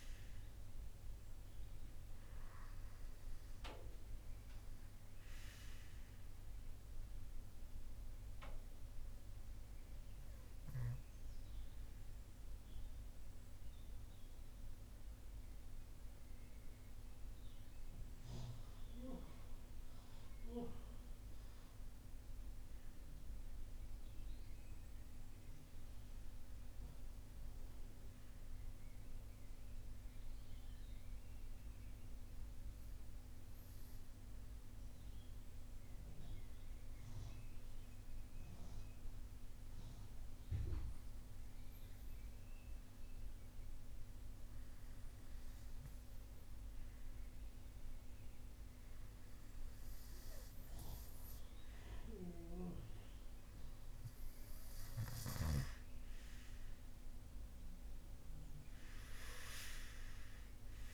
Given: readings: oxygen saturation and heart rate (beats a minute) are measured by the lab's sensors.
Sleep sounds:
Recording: breathing in sleep by a room microphone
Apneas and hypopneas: 1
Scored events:
0.00-2.50 s: arousal
6.00-26.00 s: oxygen desaturation (device-marked, oxygen 93% before, 90% lowest)
8.50-51.50 s: obstructive apnea (oxygen 98% before, 88% lowest)
54.00-59.50 s: arousal
54.00-60.93 s: oxygen desaturation (device-marked, oxygen 95% before, 88% lowest)
From the record:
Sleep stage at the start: REM sleep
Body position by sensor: on the front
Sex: male

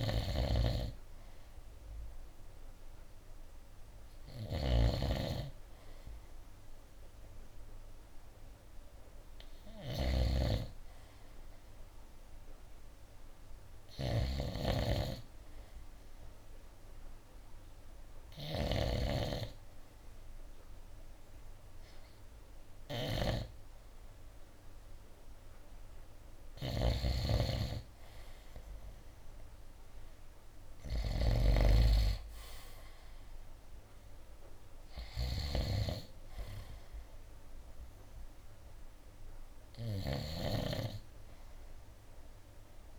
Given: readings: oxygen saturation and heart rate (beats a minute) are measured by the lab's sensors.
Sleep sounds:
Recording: breathing in sleep by a room microphone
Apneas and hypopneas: none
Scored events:
0.00-42.99 s: snoring (device-marked)
6.00-16.00 s: oxygen desaturation (device-marked, oxygen 94% before, 91% lowest, heart rate 67 before, 66 extreme)
From the record:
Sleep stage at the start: N2 (light sleep)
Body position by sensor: on the right side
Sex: male

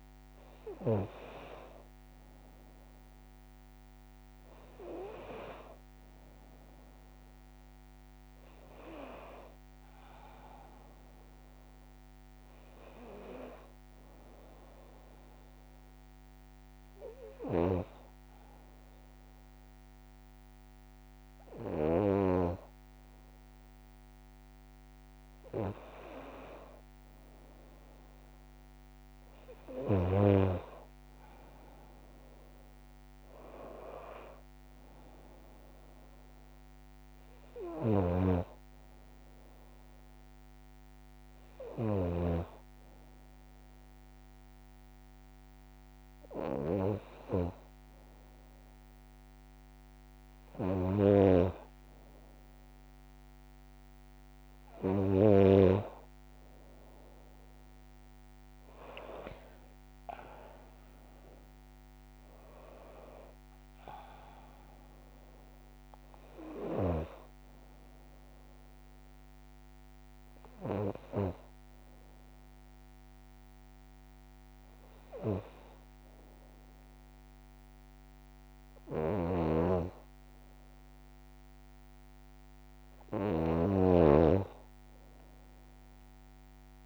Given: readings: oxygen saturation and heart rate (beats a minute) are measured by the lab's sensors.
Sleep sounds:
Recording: breathing in sleep by a microphone on the trachea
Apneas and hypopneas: 2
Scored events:
7.50-11.50 s: arousal
15.00-25.50 s: hypopnea (oxygen 96% before, 93% lowest, heart rate 59 before, 56 extreme, up 4 after)
30.50-35.00 s: arousal
58.00-62.00 s: arousal
70.00-82.00 s: hypopnea (oxygen 95% before, 93% lowest, heart rate 58 before, 55 extreme, up 3 after)
78.00-82.50 s: snoring (device-marked)
85.00-86.86 s: arousal
From the record:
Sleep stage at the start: N2 (light sleep)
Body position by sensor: on the back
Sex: female

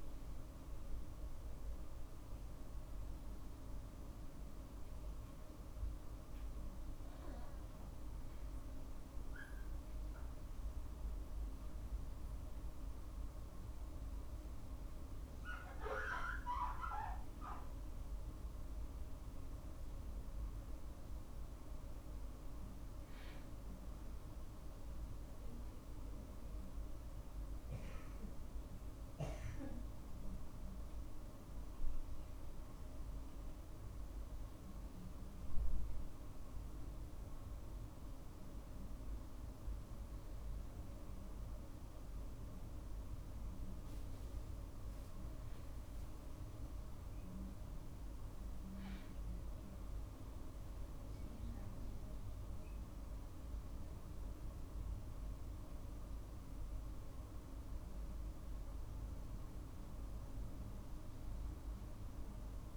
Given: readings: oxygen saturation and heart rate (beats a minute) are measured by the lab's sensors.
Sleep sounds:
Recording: breathing in sleep, hard to hear, by a room microphone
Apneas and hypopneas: none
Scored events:
17.50-21.50 s: arousal
20.50-34.50 s: drop in pulse transit time (device-marked, heart rate 52 before, 51 extreme)
From the record:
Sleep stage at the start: N2 (light sleep)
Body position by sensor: on the right side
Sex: male

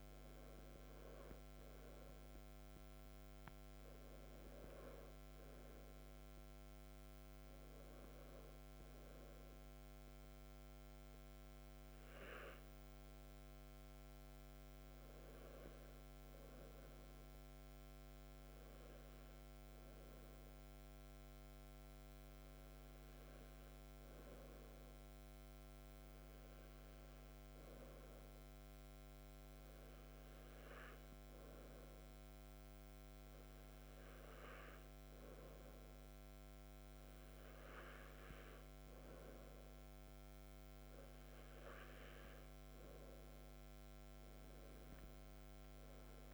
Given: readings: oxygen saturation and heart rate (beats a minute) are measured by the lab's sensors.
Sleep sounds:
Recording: breathing in sleep, hard to hear, by a microphone on the trachea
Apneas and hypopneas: 1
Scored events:
11.50-42.00 s: hypopnea (oxygen 96% before, 93% lowest, heart rate 57 before, 53 extreme, up 8 after)
24.50-46.34 s: new sleep stage, N2 (light sleep)
44.50-46.34 s: arousal
From the record:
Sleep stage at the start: REM sleep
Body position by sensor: on the back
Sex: male

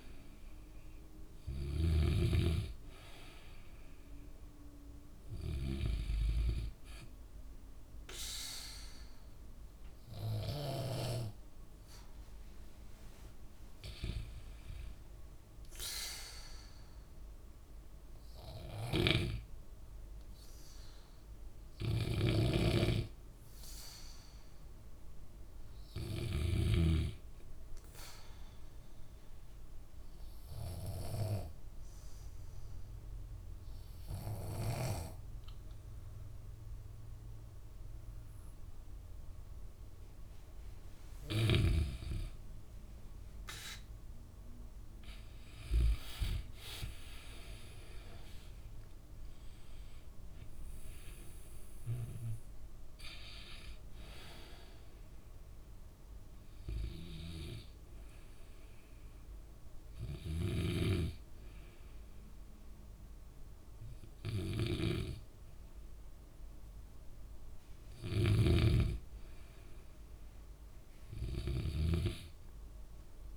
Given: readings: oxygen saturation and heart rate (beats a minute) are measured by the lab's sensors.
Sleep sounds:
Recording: breathing in sleep by a room microphone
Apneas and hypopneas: 2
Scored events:
19.00-27.00 s: snoring (device-marked)
23.00-25.50 s: arousal
27.50-41.00 s: obstructive apnea (oxygen 97% before, 91% lowest, heart rate 68 before, 62 extreme, up 9 after)
46.50-58.50 s: oxygen desaturation (device-marked, oxygen 95% before, 91% lowest, heart rate 67 before, 59 extreme)
47.00-50.00 s: arousal
57.00-69.00 s: hypopnea (oxygen 96% before, 90% lowest, heart rate 71 before, 59 extreme, up 9 after)
68.50-72.00 s: snoring (device-marked)
71.50-73.37 s: arousal
From the record:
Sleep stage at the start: N2 (light sleep)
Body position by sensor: on the back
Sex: male

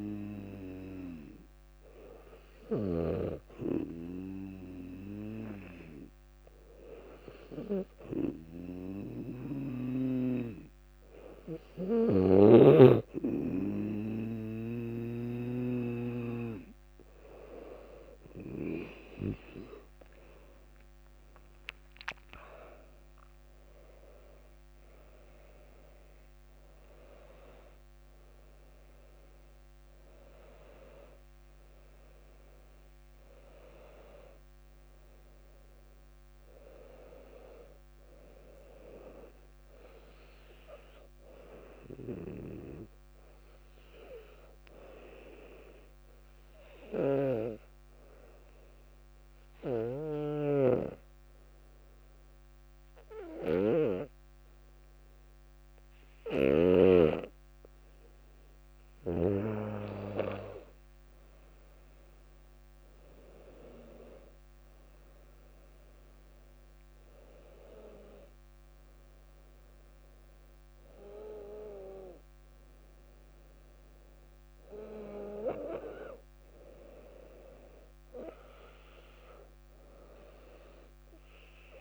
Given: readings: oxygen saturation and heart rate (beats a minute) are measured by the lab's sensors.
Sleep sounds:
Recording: breathing in sleep by a microphone on the trachea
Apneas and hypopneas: 1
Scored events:
12.00-15.50 s: snoring (device-marked)
21.50-26.50 s: arousal
46.00-57.50 s: obstructive apnea (oxygen 99% before, 95% lowest, heart rate 59 before, 56 extreme, up 8 after)
61.50-66.00 s: arousal
63.00-81.00 s: oxygen desaturation (device-marked, oxygen 99% before, 96% lowest, heart rate 58 before, 56 extreme)
From the record:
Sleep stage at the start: N2 (light sleep)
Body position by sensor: on the back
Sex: female

